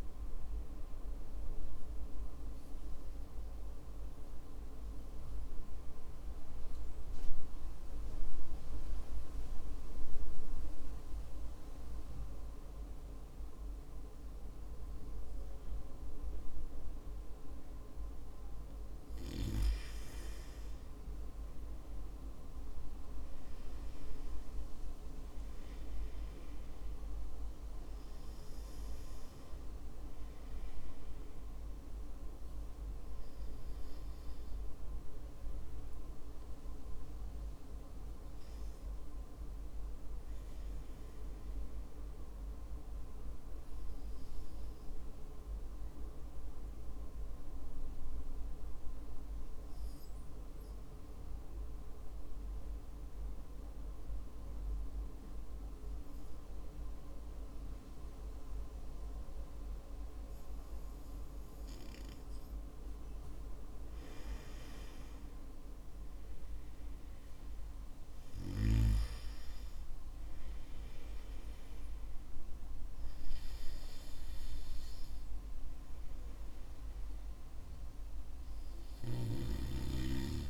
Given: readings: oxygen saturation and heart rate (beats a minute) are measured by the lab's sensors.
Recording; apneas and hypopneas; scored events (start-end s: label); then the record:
breathing in sleep, hard to hear, by a room microphone; 2
1.50-19.00 s: hypopnea (oxygen 96% before, 94% lowest, heart rate 54 before, 52 extreme, up 9 after)
22.50-27.00 s: arousal
44.00-63.00 s: hypopnea (oxygen 96% before, 93% lowest, heart rate 58 before, 52 extreme, up 11 after)
64.50-68.50 s: arousal
From the record:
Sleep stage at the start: N2 (light sleep); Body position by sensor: on the back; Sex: male